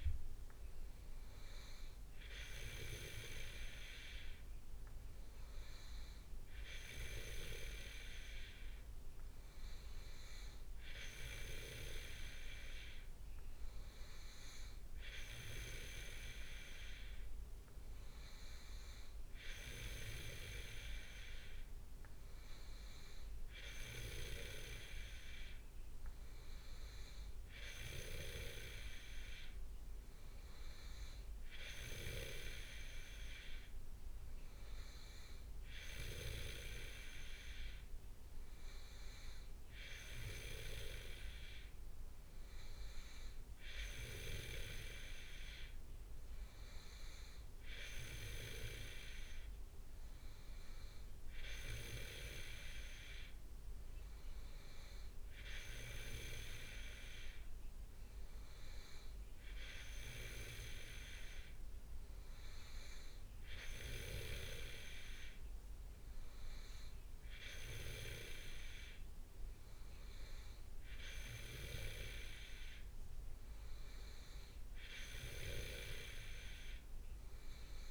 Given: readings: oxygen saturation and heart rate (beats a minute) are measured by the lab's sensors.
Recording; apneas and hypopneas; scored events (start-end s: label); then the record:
breathing in sleep by a room microphone; none
none scored
From the record:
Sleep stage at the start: N2 (light sleep); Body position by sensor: on the back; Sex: male